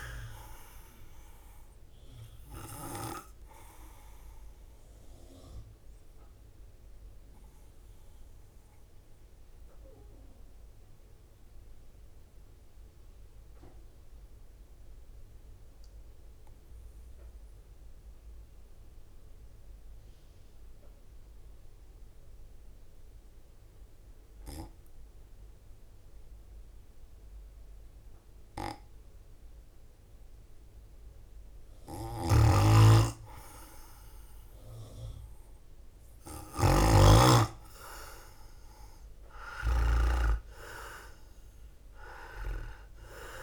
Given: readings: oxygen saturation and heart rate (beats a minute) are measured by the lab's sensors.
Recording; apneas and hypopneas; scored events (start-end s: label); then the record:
breathing in sleep by a room microphone; 1
0.00-6.50 s: drop in pulse transit time (device-marked, heart rate 55 extreme)
4.50-30.50 s: mixed apnea (oxygen 100% before, 92% lowest, heart rate 68 before, 53 extreme, up 5 after)
16.50-26.50 s: oxygen desaturation (device-marked, oxygen 97% before, 92% lowest, heart rate 61 before, 54 extreme)
32.50-43.43 s: drop in pulse transit time (device-marked, heart rate 55 before, 55 extreme)
33.00-37.50 s: arousal
From the record:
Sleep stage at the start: N2 (light sleep); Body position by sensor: on the right side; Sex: male